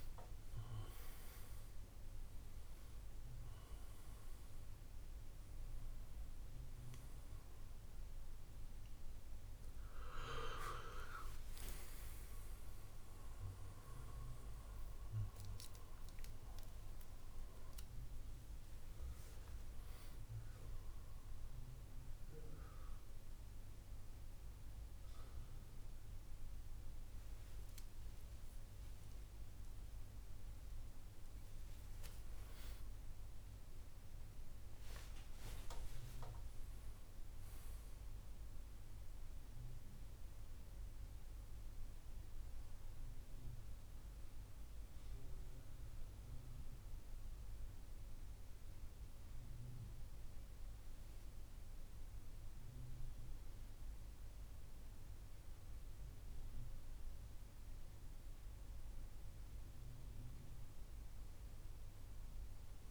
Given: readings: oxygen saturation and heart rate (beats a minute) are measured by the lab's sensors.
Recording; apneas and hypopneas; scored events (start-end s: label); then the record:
a person awake in a sleep study, hard to hear, by a room microphone; none
37.50-62.91 s: new sleep stage, N2 (light sleep)
From the record:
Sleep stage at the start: awake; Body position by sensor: on the right side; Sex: male